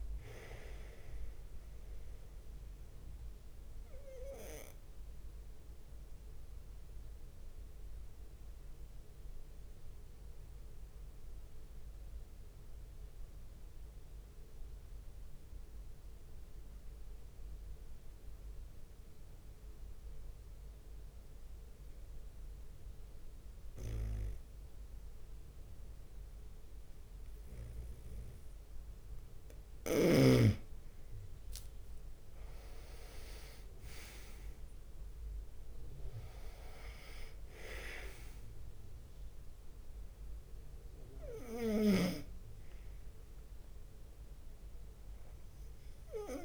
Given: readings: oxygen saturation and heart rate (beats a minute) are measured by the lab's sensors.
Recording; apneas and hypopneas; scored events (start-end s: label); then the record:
breathing in sleep by a room microphone; 1
0.00-1.00 s: leg movement (device-marked)
0.00-13.50 s: oxygen desaturation (device-marked, oxygen 91% lowest)
2.00-3.00 s: leg movement (device-marked)
4.50-28.50 s: obstructive apnea (oxygen 97% before, 91% lowest)
5.50-46.45 s: bradycardia (device-marked)
8.50-10.50 s: long interval between heartbeats (device-marked)
30.50-32.50 s: long interval between heartbeats (device-marked)
30.50-46.45 s: oxygen desaturation (device-marked, oxygen 98% before, 93% lowest)
31.50-36.00 s: arousal
32.00-35.50 s: leg movement (device-marked)
From the record:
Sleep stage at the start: N2 (light sleep); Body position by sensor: on the right side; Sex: male